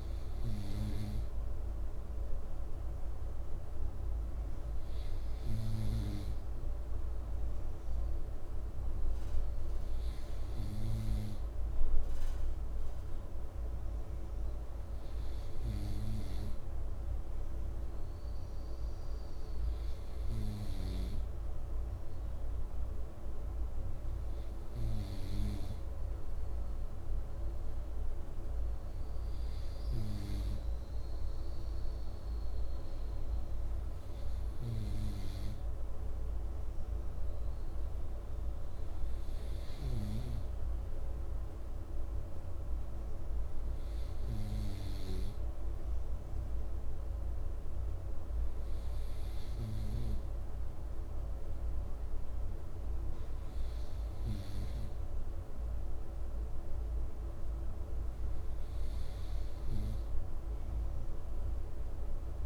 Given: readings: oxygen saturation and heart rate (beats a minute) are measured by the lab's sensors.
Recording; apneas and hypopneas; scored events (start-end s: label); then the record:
breathing in sleep by a room microphone; none
none scored
From the record:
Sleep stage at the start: N2 (light sleep); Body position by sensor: on the right side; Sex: male